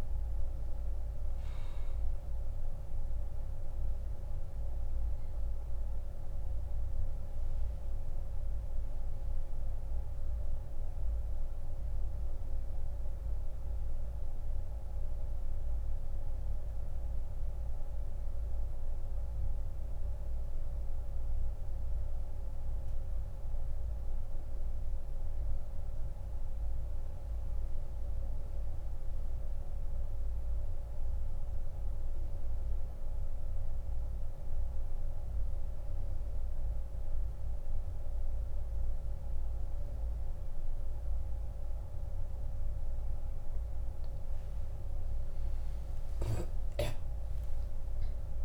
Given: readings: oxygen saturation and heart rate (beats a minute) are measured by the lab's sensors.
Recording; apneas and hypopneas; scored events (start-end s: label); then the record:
breathing in sleep, hard to hear, by a room microphone; 1
0.00-33.50 s: oxygen desaturation (device-marked, oxygen 86% lowest)
4.50-43.00 s: central apnea (oxygen 98% before, 83% lowest)
46.50-48.44 s: arousal
From the record:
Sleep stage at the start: N2 (light sleep); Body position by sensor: on the back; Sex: male